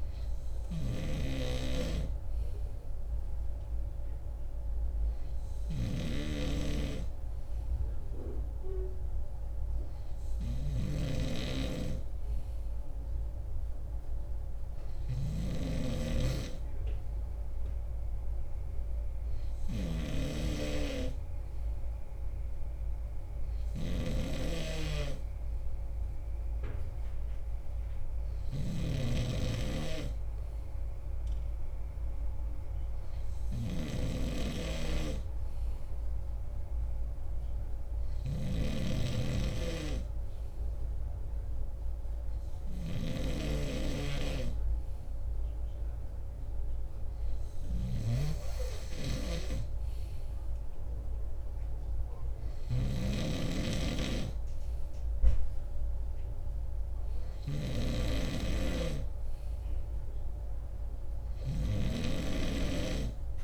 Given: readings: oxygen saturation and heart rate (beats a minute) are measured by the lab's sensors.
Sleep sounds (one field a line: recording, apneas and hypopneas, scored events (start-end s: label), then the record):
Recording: breathing in sleep by a room microphone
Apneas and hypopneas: none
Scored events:
10.50-15.50 s: snoring (device-marked)
24.50-29.00 s: snoring (device-marked)
38.50-43.50 s: snoring (device-marked)
From the record:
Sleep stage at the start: N2 (light sleep)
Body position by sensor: on the right side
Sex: male